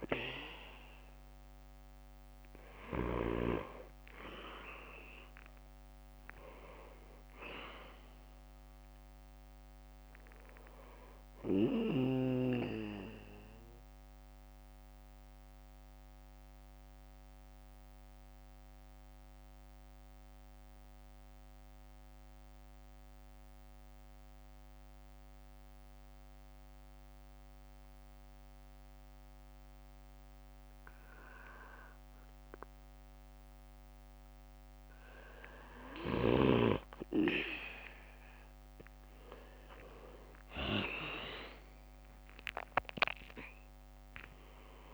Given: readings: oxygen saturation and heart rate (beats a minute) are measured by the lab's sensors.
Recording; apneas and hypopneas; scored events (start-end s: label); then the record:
breathing in sleep by a microphone on the trachea; 1
11.50-33.00 s: mixed apnea (oxygen 97% before, 94% lowest, heart rate 64 before, 57 extreme, up 9 after)
13.50-19.50 s: bradycardia (device-marked, heart rate 62 before, 59 extreme)
39.00-43.50 s: arousal
From the record:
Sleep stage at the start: N2 (light sleep); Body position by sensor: on the back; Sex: male